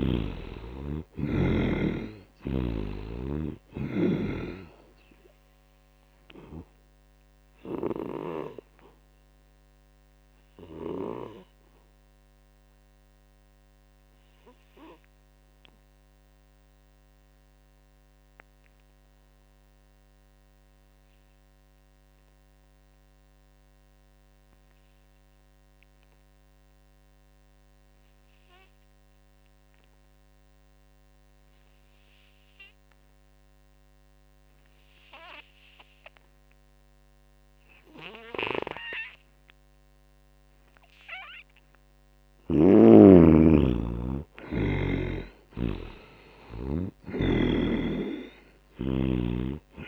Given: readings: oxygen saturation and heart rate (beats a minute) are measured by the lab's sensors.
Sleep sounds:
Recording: breathing in sleep by a microphone on the trachea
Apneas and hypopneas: 1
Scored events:
0.00-1.50 s: arousal
0.00-2.50 s: snoring (device-marked)
0.00-20.50 s: oxygen desaturation (device-marked, oxygen 71% lowest, heart rate 59 extreme)
7.00-41.00 s: obstructive apnea (oxygen 99% before, 71% lowest, heart rate 70 before, 59 extreme, up 16 after)
29.50-49.88 s: oxygen desaturation (device-marked, oxygen 98% before, 71% lowest, heart rate 76 before, 56 extreme)
42.50-46.50 s: arousal
From the record:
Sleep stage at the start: N2 (light sleep)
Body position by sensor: on the back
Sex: male

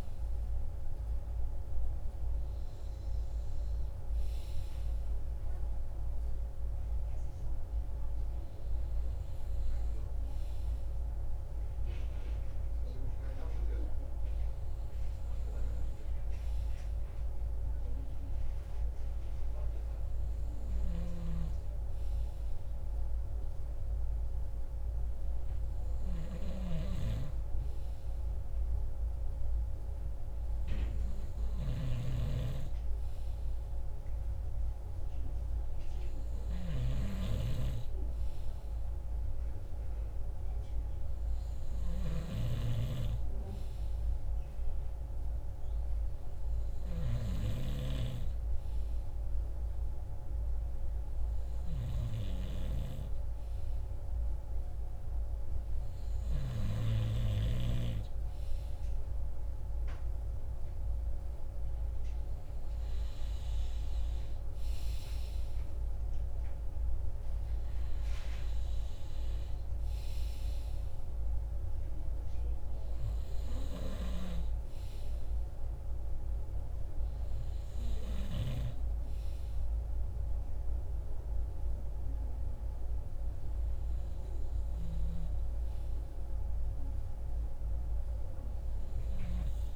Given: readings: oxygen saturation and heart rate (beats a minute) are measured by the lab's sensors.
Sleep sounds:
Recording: breathing in sleep by a room microphone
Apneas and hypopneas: none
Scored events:
59.50-64.00 s: arousal
From the record:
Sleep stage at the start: N2 (light sleep)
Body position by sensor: on the right side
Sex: male

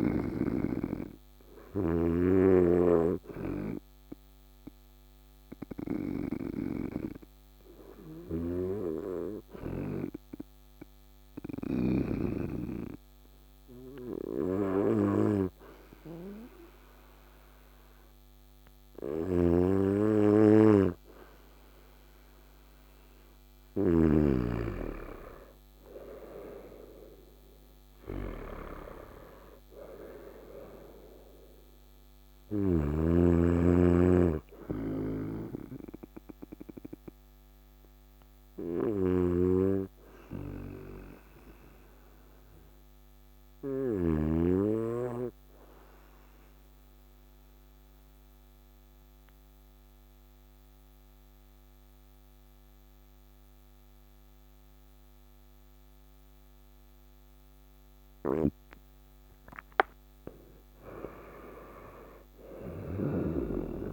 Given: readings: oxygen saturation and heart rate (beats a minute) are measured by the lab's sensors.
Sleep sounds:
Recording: breathing in sleep by a microphone on the trachea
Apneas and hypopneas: 2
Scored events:
0.50-20.50 s: obstructive apnea (oxygen 99% before, 94% lowest, heart rate 63 before, 55 extreme, up 5 after)
11.50-16.50 s: oxygen desaturation (device-marked, oxygen 97% before, 94% lowest, heart rate 62 before, 56 extreme)
18.50-23.50 s: snoring (device-marked)
24.50-28.00 s: arousal
29.50-63.93 s: new sleep stage, REM sleep
36.00-57.00 s: obstructive apnea (oxygen 99% before, 96% lowest, heart rate 65 before, 55 extreme, up 10 after)
38.50-44.00 s: snoring (device-marked)
From the record:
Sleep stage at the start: N2 (light sleep)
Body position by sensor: on the right side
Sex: male

